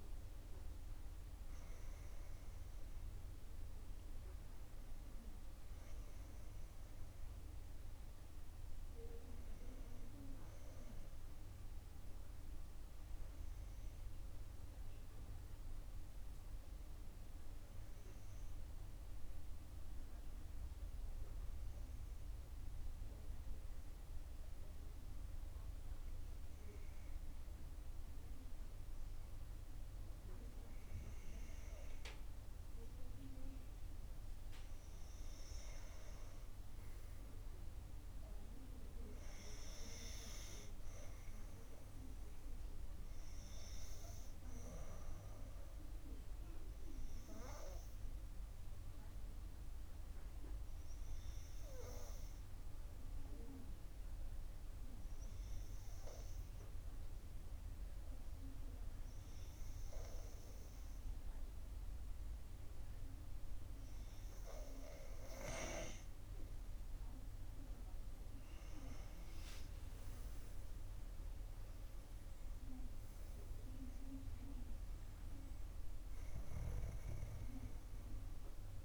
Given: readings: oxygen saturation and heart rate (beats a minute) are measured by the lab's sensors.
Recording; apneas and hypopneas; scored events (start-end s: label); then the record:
breathing in sleep by a room microphone; 2
0.00-26.00 s: oxygen desaturation (device-marked, oxygen 90% lowest, heart rate 55 extreme)
15.50-35.00 s: obstructive apnea (oxygen 97% before, 90% lowest, heart rate 62 before, 55 extreme, up 6 after)
37.50-41.00 s: arousal
46.50-65.00 s: obstructive apnea (oxygen 97% before, 91% lowest, heart rate 59 before, 55 extreme, up 7 after)
50.00-66.00 s: oxygen desaturation (device-marked, oxygen 95% before, 92% lowest, heart rate 60 before, 54 extreme)
70.00-75.00 s: arousal
From the record:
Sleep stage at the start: N2 (light sleep); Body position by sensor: on the back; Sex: female